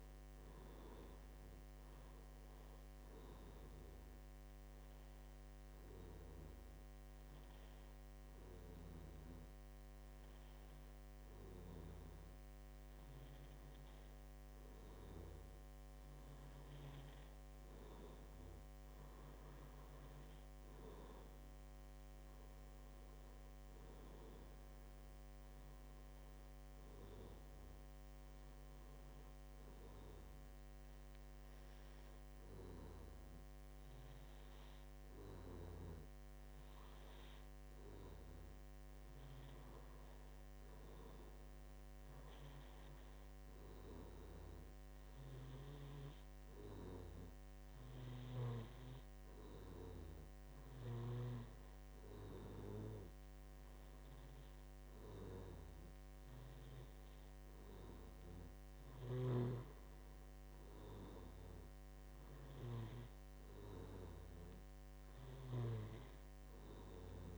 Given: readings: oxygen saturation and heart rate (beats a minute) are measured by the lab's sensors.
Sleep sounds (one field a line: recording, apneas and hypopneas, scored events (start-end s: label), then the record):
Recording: breathing in sleep by a microphone on the trachea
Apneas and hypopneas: none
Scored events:
none scored
From the record:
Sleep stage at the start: N1 (lightest sleep)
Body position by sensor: on the back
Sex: male